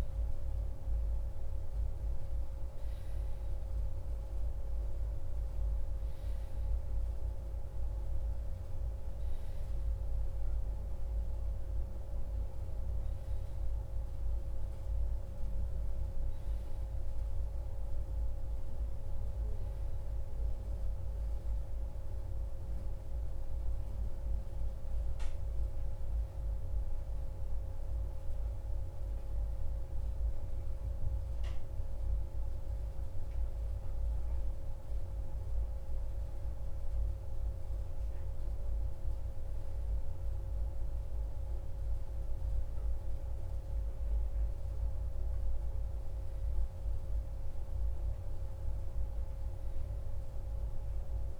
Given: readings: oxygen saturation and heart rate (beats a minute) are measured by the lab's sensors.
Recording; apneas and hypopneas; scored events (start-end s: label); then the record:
a person partly awake in a sleep study, hard to hear, by a room microphone; none
19.50-51.40 s: new sleep stage, N1 (lightest sleep)
From the record:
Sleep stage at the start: awake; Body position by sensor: on the back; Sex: male